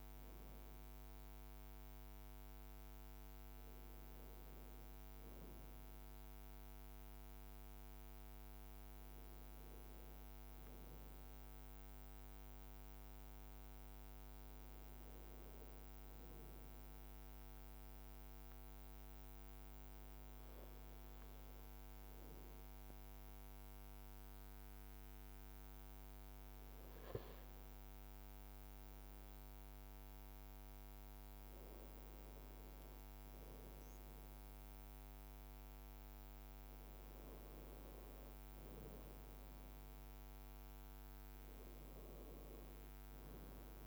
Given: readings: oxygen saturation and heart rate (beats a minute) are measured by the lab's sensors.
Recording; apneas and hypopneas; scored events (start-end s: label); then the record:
breathing in sleep, hard to hear, by a microphone on the trachea; 1
17.50-31.00 s: obstructive apnea (oxygen 98% before, 96% lowest, heart rate 56 before, 54 extreme, up 1 after)
18.00-43.87 s: new sleep stage, N2 (light sleep)
33.00-36.50 s: arousal
37.00-38.50 s: leg movement (device-marked)
From the record:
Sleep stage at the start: N1 (lightest sleep); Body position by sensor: on the right side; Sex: male